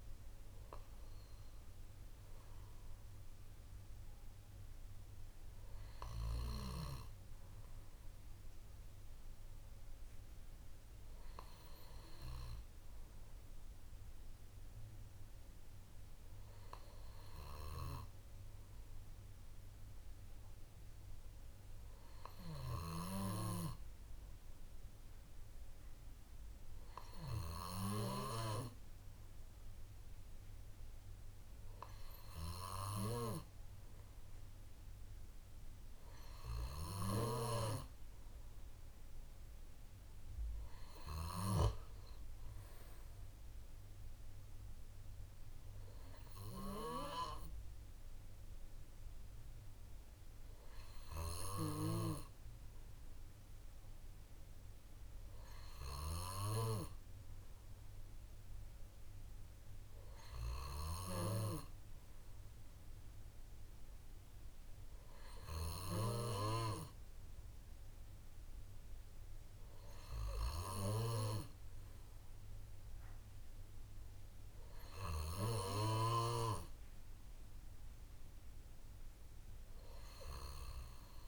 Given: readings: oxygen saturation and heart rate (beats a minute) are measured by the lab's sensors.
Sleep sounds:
a person awake in a sleep study, by a room microphone; none
37.00-41.50 s: snoring (device-marked)
60.50-66.00 s: snoring (device-marked)
From the record:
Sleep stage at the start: awake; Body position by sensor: on the left side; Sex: male

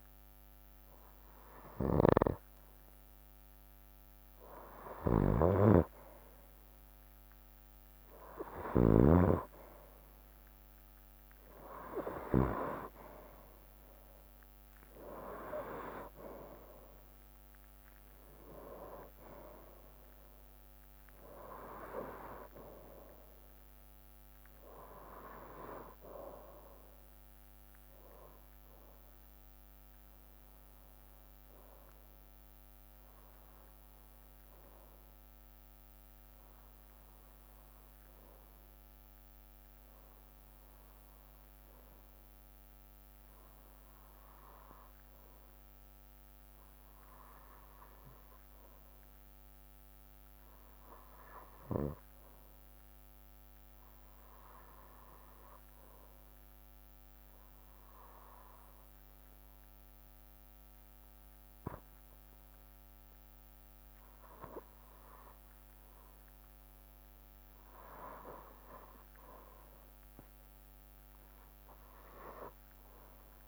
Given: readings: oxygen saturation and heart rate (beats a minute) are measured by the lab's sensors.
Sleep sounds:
breathing in sleep by a microphone on the trachea; 1
0.00-6.00 s: oxygen desaturation (device-marked, oxygen 93% lowest, heart rate 64 extreme)
0.00-8.50 s: snoring (device-marked)
4.00-24.00 s: drop in pulse transit time (device-marked, heart rate 66 before, 64 extreme)
28.00-32.00 s: arousal
34.50-68.00 s: hypopnea (oxygen 94% before, 92% lowest, heart rate 67 before, 65 extreme, up 3 after)
58.00-71.00 s: drop in pulse transit time (device-marked, heart rate 66 before, 66 extreme)
70.50-73.48 s: arousal
From the record:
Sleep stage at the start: N2 (light sleep); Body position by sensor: on the right side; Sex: male

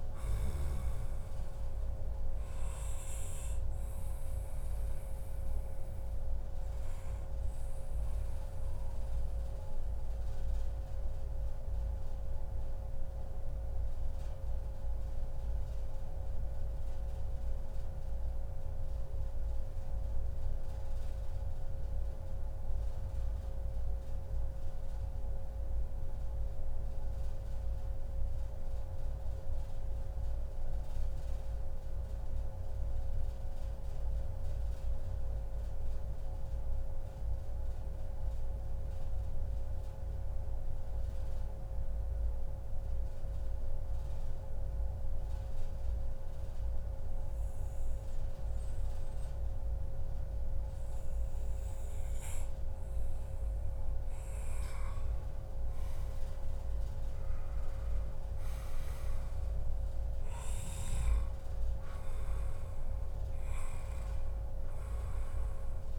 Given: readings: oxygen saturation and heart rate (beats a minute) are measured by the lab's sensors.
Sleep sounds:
breathing in sleep, hard to hear, by a room microphone; 1
3.50-52.50 s: mixed apnea (oxygen 97% before, 90% lowest, heart rate 138 before, 141 extreme, up 0 after)
5.00-10.00 s: oxygen desaturation (device-marked, oxygen 96% before, 90% lowest, heart rate 141 before, 145 extreme)
53.00-65.99 s: oxygen desaturation (device-marked, oxygen 98% before, 92% lowest, heart rate 144 before, 141 extreme)
54.50-60.00 s: arousal
From the record:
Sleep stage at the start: N2 (light sleep); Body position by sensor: on the back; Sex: male

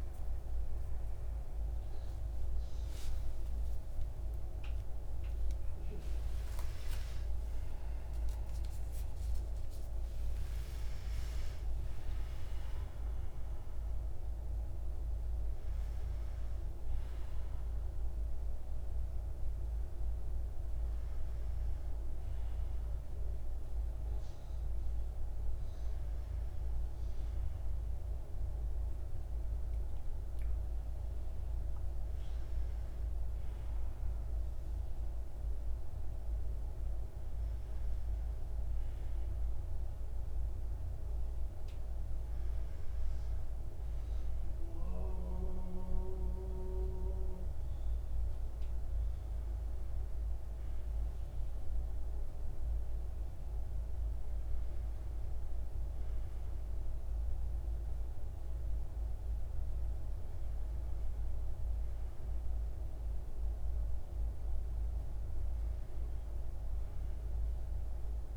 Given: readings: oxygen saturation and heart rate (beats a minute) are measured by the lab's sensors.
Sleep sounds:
a person partly awake in a sleep study, hard to hear, by a room microphone; none
6.00-14.00 s: oxygen desaturation (device-marked, oxygen 97% before, 94% lowest, heart rate 119 before, 65 extreme)
6.00-68.37 s: new sleep stage, N1 (lightest sleep)
From the record:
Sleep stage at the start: awake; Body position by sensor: on the back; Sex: male

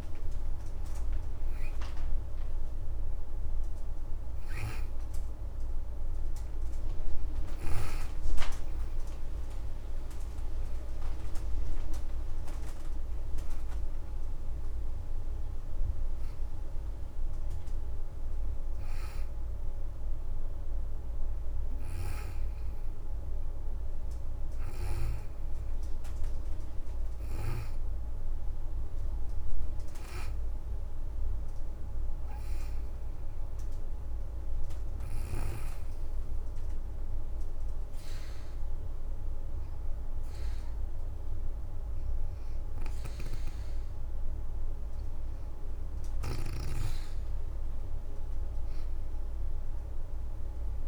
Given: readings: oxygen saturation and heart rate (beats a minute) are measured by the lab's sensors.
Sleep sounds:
breathing in sleep by a room microphone; none
12.00-27.00 s: oxygen desaturation (device-marked, oxygen 93% before, 89% lowest, heart rate 75 before, 72 extreme)
48.00-50.88 s: arousal
From the record:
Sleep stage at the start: N2 (light sleep); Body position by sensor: on the back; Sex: female

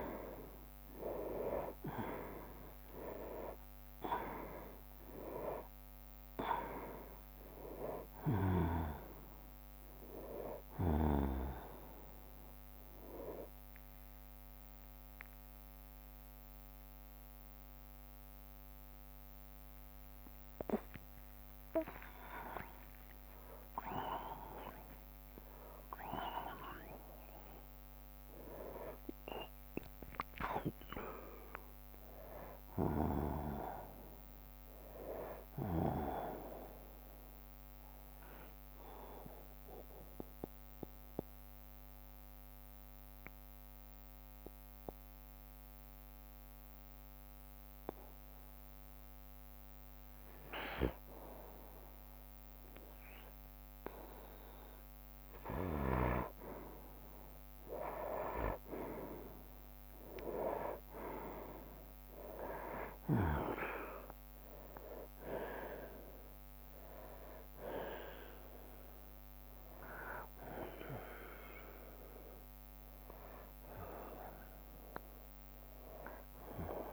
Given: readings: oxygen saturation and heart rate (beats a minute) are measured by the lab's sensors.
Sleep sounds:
a person partly awake in a sleep study, by a microphone on the trachea; 1
0.00-11.00 s: oxygen desaturation (device-marked, oxygen 93% lowest, heart rate 73 extreme)
0.50-2.50 s: long interval between heartbeats (device-marked, heart rate 64 before, 72 extreme)
1.00-14.00 s: drop in pulse transit time (device-marked, heart rate 64 before, 72 extreme)
2.50-4.50 s: long interval between heartbeats (device-marked, heart rate 65 before, 87 extreme)
13.00-18.00 s: tachycardia (device-marked, heart rate 64 before, 116 extreme)
14.00-16.00 s: long interval between heartbeats (device-marked, heart rate 77 before, 93 extreme)
16.00-28.00 s: oxygen desaturation (device-marked, oxygen 94% before, 91% lowest, heart rate 80 before, 61 extreme)
17.00-19.00 s: long interval between heartbeats (device-marked, heart rate 83 before, 115 extreme)
22.00-24.00 s: long interval between heartbeats (device-marked, heart rate 93 before, 88 extreme)
28.00-76.93 s: new sleep stage, N2 (light sleep)
38.50-51.50 s: mixed apnea (oxygen 98% before, 91% lowest, heart rate 85 before, 59 extreme, up 5 after)
49.00-51.00 s: bradycardia (device-marked, heart rate 65 before, 62 extreme)
55.00-58.50 s: arousal
60.00-76.93 s: oxygen desaturation (device-marked, oxygen 97% before, 91% lowest, heart rate 63 before, 60 extreme)
From the record:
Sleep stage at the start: awake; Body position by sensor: on the right side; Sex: male

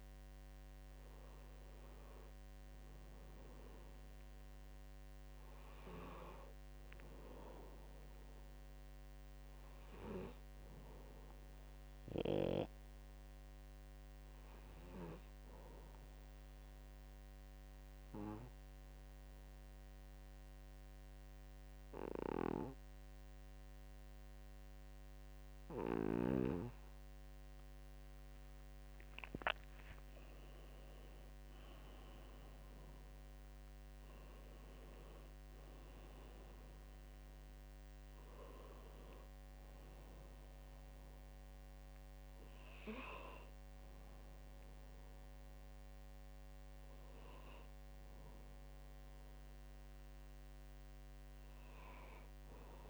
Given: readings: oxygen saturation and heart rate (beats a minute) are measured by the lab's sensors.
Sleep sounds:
breathing in sleep by a microphone on the trachea; 1
0.00-1.50 s: arousal
17.00-29.00 s: obstructive apnea (oxygen 97% before, 93% lowest, heart rate 66 before, 65 extreme, up 2 after)
31.50-37.00 s: arousal
43.50-52.90 s: oxygen desaturation (device-marked, oxygen 96% before, 93% lowest, heart rate 66 before, 64 extreme)
From the record:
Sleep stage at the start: N2 (light sleep); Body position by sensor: on the right side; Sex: male

